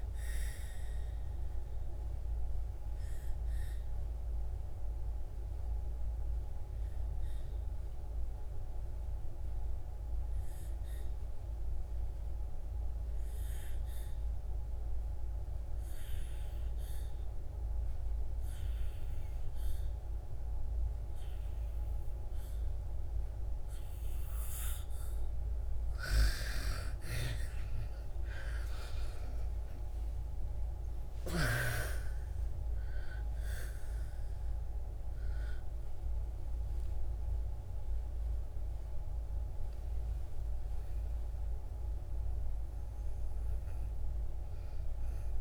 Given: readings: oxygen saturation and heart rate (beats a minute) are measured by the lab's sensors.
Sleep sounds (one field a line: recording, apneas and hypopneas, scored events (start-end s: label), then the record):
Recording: breathing in sleep by a room microphone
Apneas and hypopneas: 1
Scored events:
0.00-13.00 s: oxygen desaturation (device-marked, oxygen 87% lowest, heart rate 59 extreme)
1.50-25.00 s: obstructive apnea (oxygen 97% before, 83% lowest, heart rate 73 before, 59 extreme, up 18 after)
24.00-45.41 s: oxygen desaturation (device-marked, oxygen 98% before, 83% lowest, heart rate 62 before, 64 extreme)
30.00-35.00 s: arousal
From the record:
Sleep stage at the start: N2 (light sleep)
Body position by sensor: on the back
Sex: female